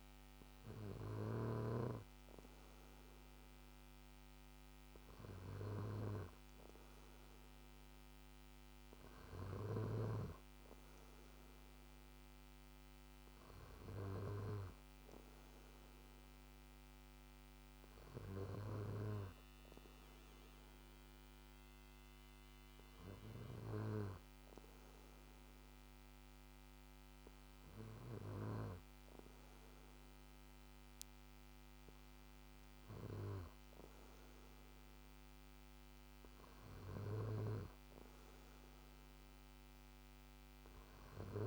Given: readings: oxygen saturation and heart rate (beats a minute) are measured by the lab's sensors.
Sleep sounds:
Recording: breathing in sleep by a microphone on the trachea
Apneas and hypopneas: none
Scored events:
none scored
From the record:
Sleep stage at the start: N2 (light sleep)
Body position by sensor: on the back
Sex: male

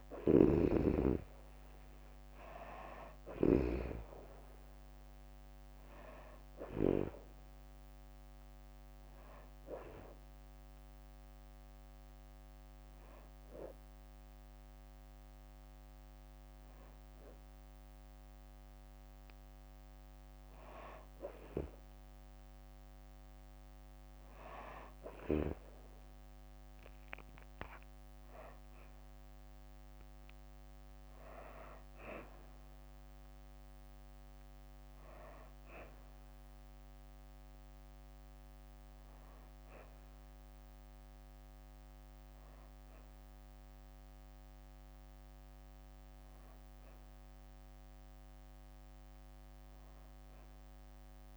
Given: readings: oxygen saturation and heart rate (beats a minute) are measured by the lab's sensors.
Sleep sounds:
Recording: breathing in sleep by a microphone on the trachea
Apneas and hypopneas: none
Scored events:
0.00-3.50 s: snoring (device-marked)
28.00-36.00 s: oxygen desaturation (device-marked, oxygen 97% before, 93% lowest, heart rate 67 before, 65 extreme)
From the record:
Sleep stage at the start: N2 (light sleep)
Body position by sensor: on the back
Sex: female

